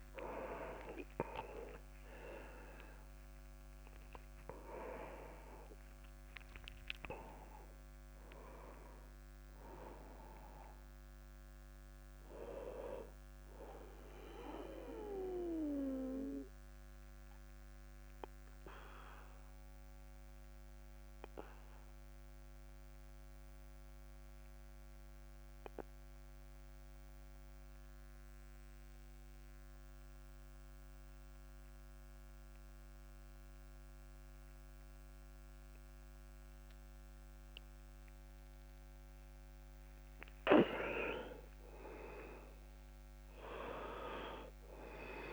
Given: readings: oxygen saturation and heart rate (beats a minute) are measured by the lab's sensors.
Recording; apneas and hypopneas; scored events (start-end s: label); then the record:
breathing in sleep by a microphone on the trachea; 1
0.00-4.50 s: arousal
0.00-28.50 s: oxygen desaturation (device-marked, oxygen 86% lowest, heart rate 27 extreme)
15.00-39.00 s: obstructive apnea (oxygen 98% before, 86% lowest)
41.00-44.50 s: arousal
From the record:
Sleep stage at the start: N2 (light sleep); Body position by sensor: on the back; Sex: male